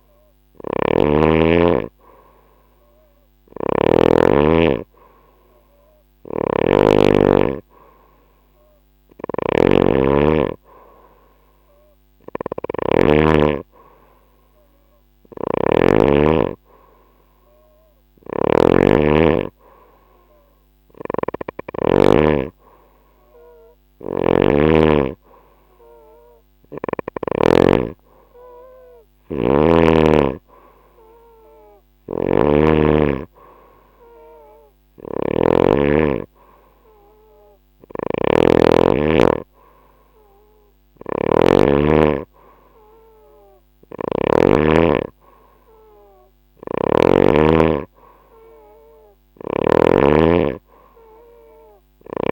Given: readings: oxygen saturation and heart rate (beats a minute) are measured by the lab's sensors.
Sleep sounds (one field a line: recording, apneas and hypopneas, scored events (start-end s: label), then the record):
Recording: breathing in sleep by a microphone on the trachea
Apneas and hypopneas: none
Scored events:
0.00-3.50 s: snoring (device-marked)
5.50-21.00 s: snoring (device-marked)
23.00-26.50 s: snoring (device-marked)
28.50-35.00 s: snoring (device-marked)
37.00-41.00 s: snoring (device-marked)
43.00-46.50 s: snoring (device-marked)
48.50-52.00 s: snoring (device-marked)
From the record:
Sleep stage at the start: N2 (light sleep)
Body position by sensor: on the right side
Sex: female